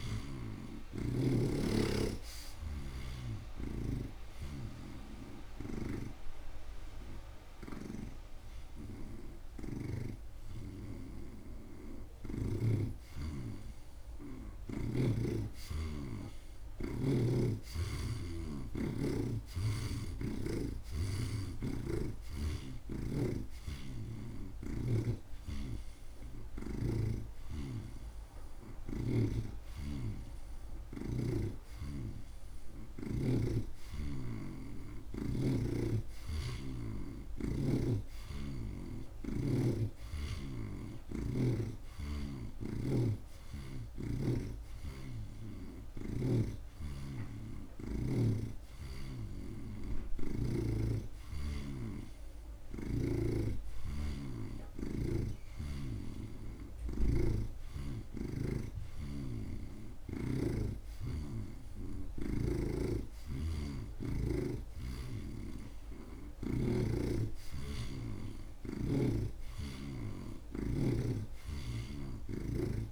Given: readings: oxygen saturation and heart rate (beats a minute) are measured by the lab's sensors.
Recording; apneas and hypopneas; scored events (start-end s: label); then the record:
breathing in sleep by a room microphone; 1
3.00-13.00 s: hypopnea (oxygen 83% before, 80% lowest)
6.00-10.00 s: snoring (device-marked)
15.50-20.00 s: arousal
32.00-35.50 s: snoring (device-marked)
42.50-46.50 s: snoring (device-marked)
44.50-56.50 s: oxygen desaturation (device-marked, oxygen 85% before, 80% lowest)
53.50-60.50 s: snoring (device-marked)
From the record:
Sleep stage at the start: N2 (light sleep); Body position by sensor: on the right side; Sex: male